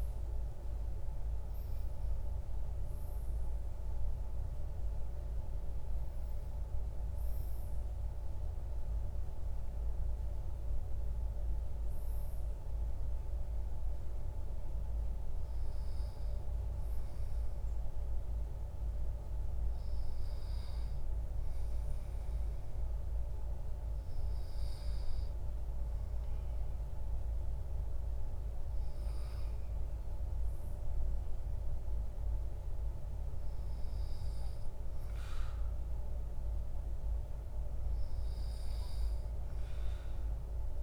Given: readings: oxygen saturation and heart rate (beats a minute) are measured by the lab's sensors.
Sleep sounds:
breathing in sleep, hard to hear, by a room microphone; none
13.50-40.83 s: new sleep stage, N2 (light sleep)
From the record:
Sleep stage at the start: N1 (lightest sleep); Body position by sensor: on the back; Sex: male

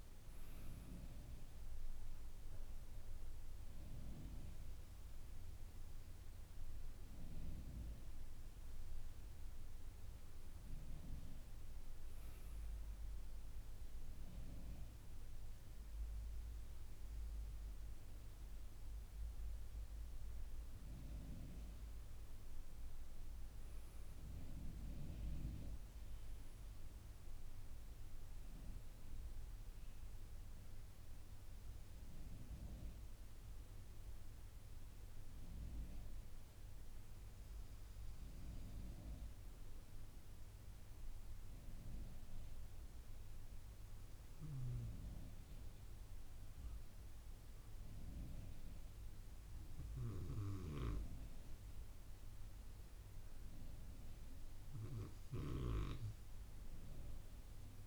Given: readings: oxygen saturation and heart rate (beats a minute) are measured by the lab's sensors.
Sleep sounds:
breathing in sleep by a room microphone; none
none scored
From the record:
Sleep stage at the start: N2 (light sleep); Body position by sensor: on the right side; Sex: male

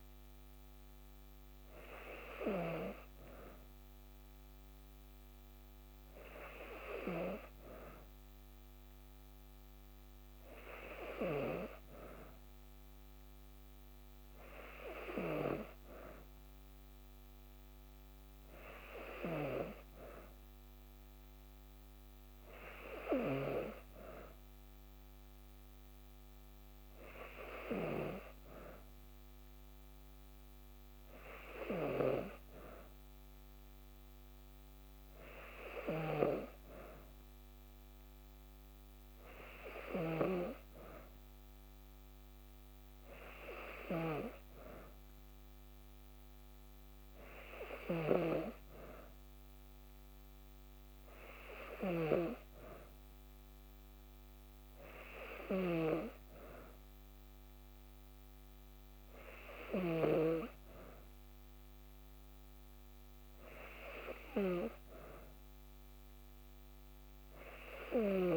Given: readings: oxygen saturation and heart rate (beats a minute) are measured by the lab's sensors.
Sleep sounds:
breathing in sleep by a microphone on the trachea; none
35.50-40.00 s: snoring (device-marked)
47.50-60.00 s: snoring (device-marked)
From the record:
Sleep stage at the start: N2 (light sleep); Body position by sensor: on the back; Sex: female

